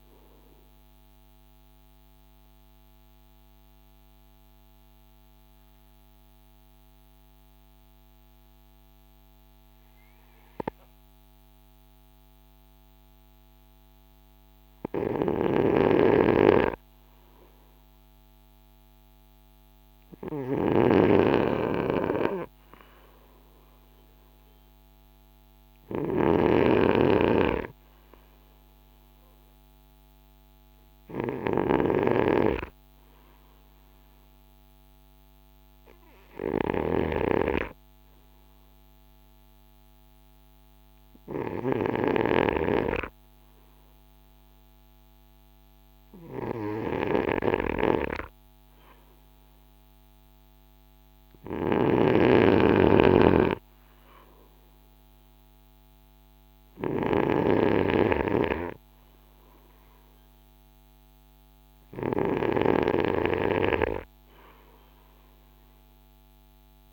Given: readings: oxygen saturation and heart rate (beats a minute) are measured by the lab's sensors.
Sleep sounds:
breathing in sleep by a microphone on the trachea; 2
0.00-12.00 s: oxygen desaturation (device-marked, oxygen 84% lowest, heart rate 44 extreme)
1.50-16.50 s: obstructive apnea (oxygen 95% before, 84% lowest, heart rate 51 before, 47 extreme, up 8 after)
18.50-23.00 s: arousal
31.00-47.50 s: obstructive apnea (oxygen 96% before, 83% lowest, heart rate 60 before, 47 extreme, up 14 after)
33.00-66.93 s: oxygen desaturation (device-marked, oxygen 95% before, 85% lowest, heart rate 60 before, 47 extreme)
50.50-54.50 s: arousal
From the record:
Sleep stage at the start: N2 (light sleep); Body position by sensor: on the front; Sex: male

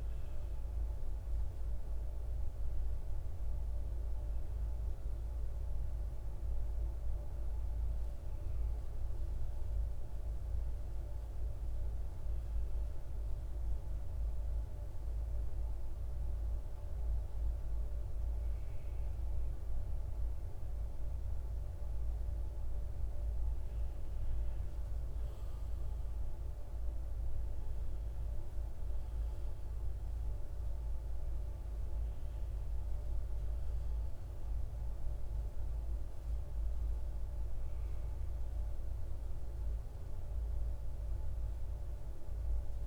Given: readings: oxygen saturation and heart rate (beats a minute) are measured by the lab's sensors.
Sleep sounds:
breathing in sleep, hard to hear, by a room microphone; none
none scored
From the record:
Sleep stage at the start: N2 (light sleep); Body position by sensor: on the right side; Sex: male

